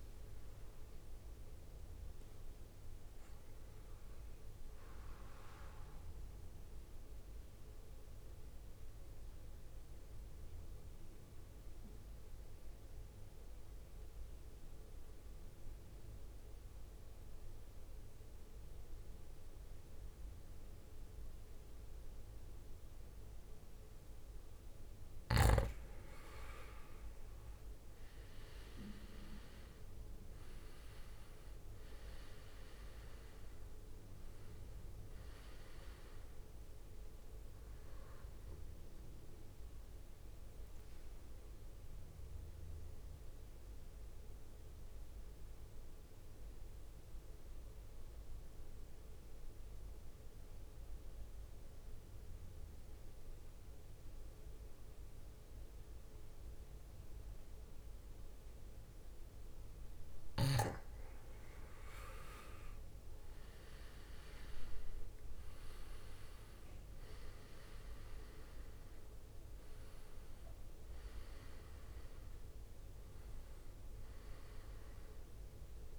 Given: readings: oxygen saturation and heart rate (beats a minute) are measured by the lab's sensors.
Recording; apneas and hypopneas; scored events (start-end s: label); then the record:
breathing in sleep, hard to hear, by a room microphone; 2
0.00-11.50 s: oxygen desaturation (device-marked, oxygen 90% lowest, heart rate 53 extreme)
7.00-25.50 s: mixed apnea (oxygen 96% before, 90% lowest, heart rate 65 before, 54 extreme, up 15 after)
27.00-31.50 s: arousal
28.50-40.50 s: drop in pulse transit time (device-marked, heart rate 60 before, 64 extreme)
30.50-49.50 s: oxygen desaturation (device-marked, oxygen 98% before, 91% lowest, heart rate 61 before, 54 extreme)
39.50-60.50 s: mixed apnea (oxygen 99% before, 90% lowest, heart rate 66 before, 54 extreme, up 9 after)
62.50-75.99 s: drop in pulse transit time (device-marked, heart rate 60 before, 63 extreme)
62.50-75.99 s: oxygen desaturation (device-marked, oxygen 99% before, 90% lowest, heart rate 60 before, 54 extreme)
63.00-68.00 s: arousal
From the record:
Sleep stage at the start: N2 (light sleep); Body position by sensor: on the back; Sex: male